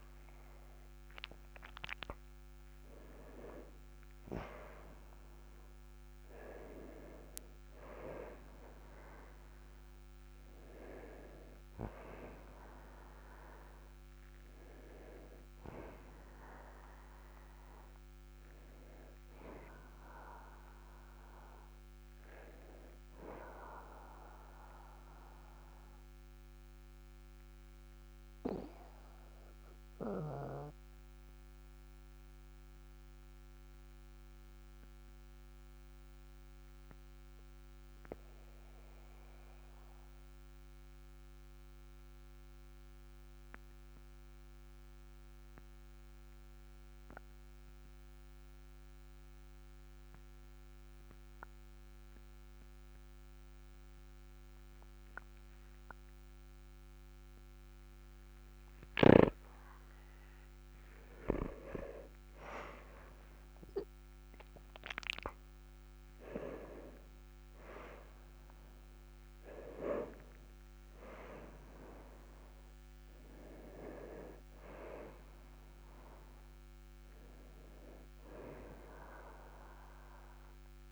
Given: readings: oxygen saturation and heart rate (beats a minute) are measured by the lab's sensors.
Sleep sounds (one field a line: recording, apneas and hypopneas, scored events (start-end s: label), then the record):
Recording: breathing in sleep by a microphone on the trachea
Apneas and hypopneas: 1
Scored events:
0.00-1.00 s: arousal
17.00-34.00 s: oxygen desaturation (device-marked, oxygen 97% before, 93% lowest, heart rate 48 before, 37 extreme)
24.50-59.00 s: obstructive apnea (oxygen 98% before, 93% lowest, heart rate 45 before, 37 extreme, up 3 after)
61.50-65.00 s: arousal
From the record:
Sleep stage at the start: N2 (light sleep)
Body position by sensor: on the back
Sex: male